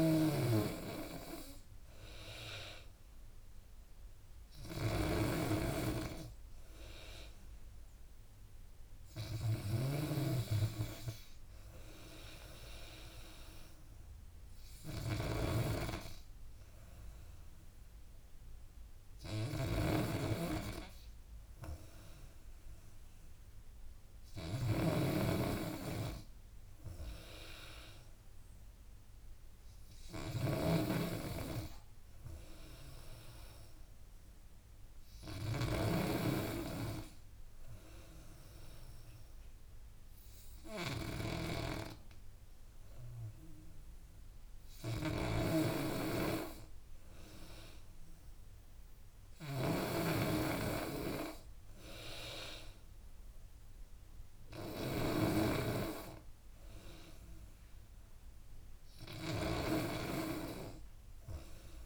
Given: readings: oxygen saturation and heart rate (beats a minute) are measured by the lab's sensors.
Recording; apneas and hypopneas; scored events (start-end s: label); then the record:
breathing in sleep by a room microphone; none
0.00-61.86 s: snoring (device-marked)
6.50-19.50 s: drop in pulse transit time (device-marked, heart rate 85 before, 78 extreme)
54.50-61.86 s: oxygen desaturation (device-marked, oxygen 94% before, 90% lowest, heart rate 80 before, 77 extreme)
From the record:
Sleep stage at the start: N2 (light sleep); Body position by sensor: on the back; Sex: female